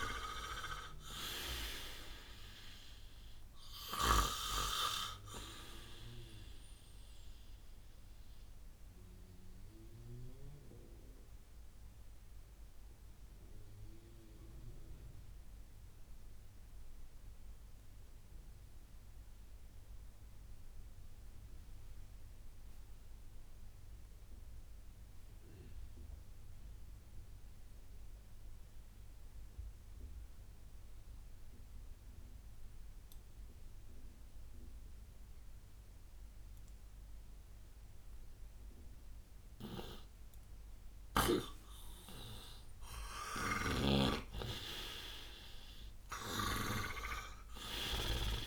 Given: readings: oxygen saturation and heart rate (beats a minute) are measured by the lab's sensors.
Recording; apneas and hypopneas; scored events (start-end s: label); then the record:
breathing in sleep by a room microphone; 1
0.00-22.00 s: oxygen desaturation (device-marked, oxygen 84% lowest, heart rate 59 extreme)
7.00-41.00 s: obstructive apnea (oxygen 97% before, 84% lowest, heart rate 74 before, 59 extreme, up 8 after)
38.00-48.47 s: oxygen desaturation (device-marked, oxygen 98% before, 87% lowest, heart rate 60 before, 59 extreme)
42.00-48.00 s: arousal
From the record:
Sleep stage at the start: N2 (light sleep); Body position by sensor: on the right side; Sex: male